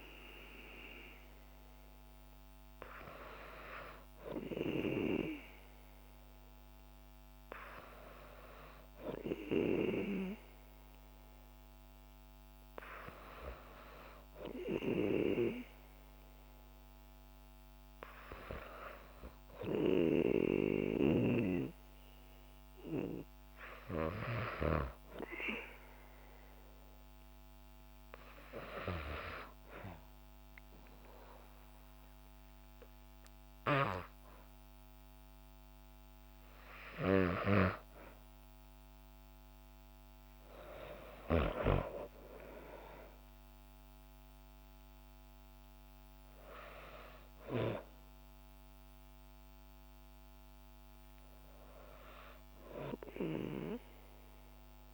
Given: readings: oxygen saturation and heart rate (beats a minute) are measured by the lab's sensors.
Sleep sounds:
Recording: breathing in sleep by a microphone on the trachea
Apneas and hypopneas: none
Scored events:
none scored
From the record:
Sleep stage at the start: N2 (light sleep)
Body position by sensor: on the back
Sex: female

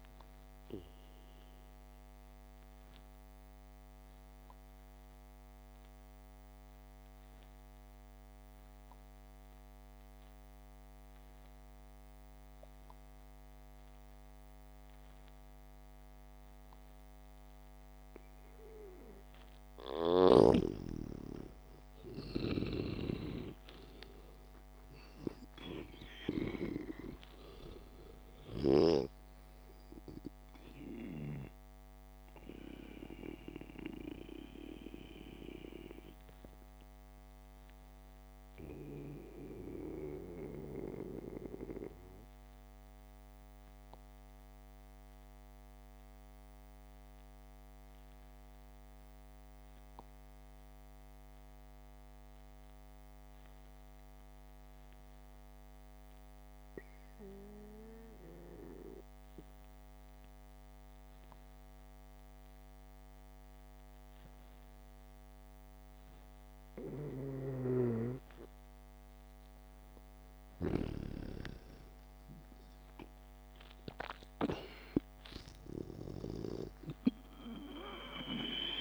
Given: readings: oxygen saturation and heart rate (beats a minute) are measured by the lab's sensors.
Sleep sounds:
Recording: breathing in sleep by a microphone on the trachea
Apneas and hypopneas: 2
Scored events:
3.50-18.00 s: obstructive apnea (oxygen 98% before, 91% lowest, heart rate 69 before, 63 extreme, up 4 after)
22.50-27.00 s: arousal
26.50-41.50 s: oxygen desaturation (device-marked, oxygen 98% before, 92% lowest, heart rate 66 before, 62 extreme)
39.00-68.50 s: obstructive apnea (oxygen 98% before, 91% lowest, heart rate 69 before, 56 extreme, up 8 after)
64.50-71.50 s: oxygen desaturation (device-marked, oxygen 99% before, 94% lowest, heart rate 66 before, 57 extreme)
68.00-71.50 s: snoring (device-marked)
71.00-74.00 s: arousal
From the record:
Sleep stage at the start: N2 (light sleep)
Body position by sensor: on the back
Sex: male

